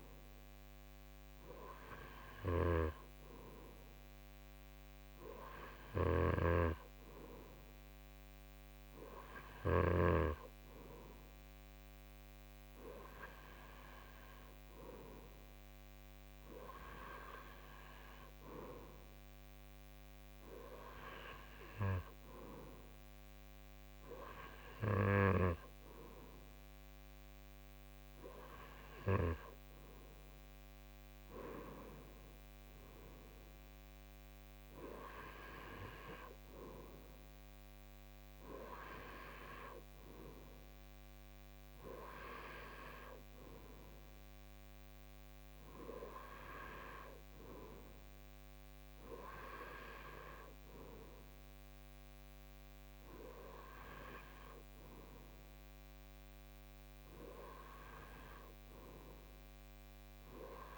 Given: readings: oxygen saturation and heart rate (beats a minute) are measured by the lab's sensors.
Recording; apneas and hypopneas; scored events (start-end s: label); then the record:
breathing in sleep by a microphone on the trachea; none
none scored
From the record:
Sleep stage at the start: N2 (light sleep); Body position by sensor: on the right side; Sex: male